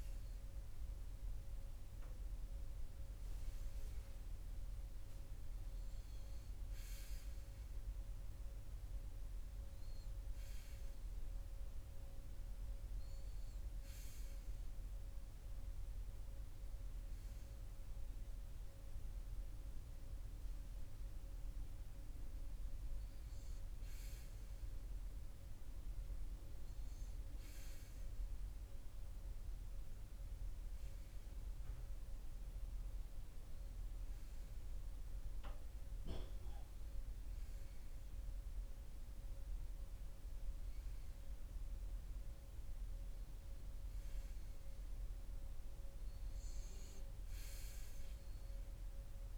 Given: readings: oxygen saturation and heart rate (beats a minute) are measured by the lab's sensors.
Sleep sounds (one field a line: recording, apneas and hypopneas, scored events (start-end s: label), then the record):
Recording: breathing in sleep, hard to hear, by a room microphone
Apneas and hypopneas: 1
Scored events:
33.00-45.00 s: hypopnea (oxygen 96% before, 92% lowest)
From the record:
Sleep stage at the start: N1 (lightest sleep)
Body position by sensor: on the right side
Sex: male